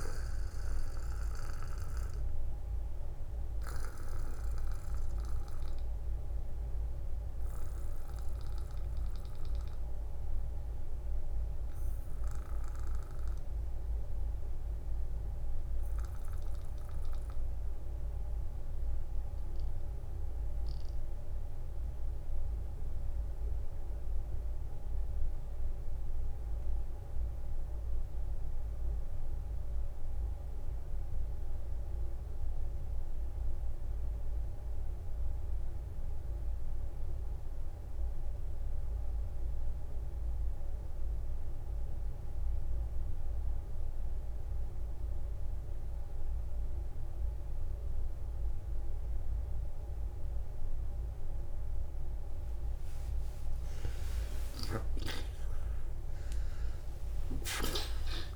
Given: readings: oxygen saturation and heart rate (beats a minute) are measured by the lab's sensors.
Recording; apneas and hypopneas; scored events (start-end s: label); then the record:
breathing in sleep, hard to hear, by a room microphone; 1
0.00-23.00 s: oxygen desaturation (device-marked, oxygen 84% lowest, heart rate 43 extreme)
5.00-53.00 s: obstructive apnea (oxygen 93% before, 70% lowest, heart rate 58 before, 43 extreme, up 47 after)
37.00-58.36 s: oxygen desaturation (device-marked, oxygen 96% before, 70% lowest, heart rate 50 before, 43 extreme)
37.50-39.50 s: long interval between heartbeats (device-marked, heart rate 50 before, 58 extreme)
57.00-58.36 s: arousal
57.00-58.36 s: long interval between heartbeats (device-marked, heart rate 57 before, 95 extreme)
From the record:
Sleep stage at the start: N2 (light sleep); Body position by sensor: on the back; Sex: male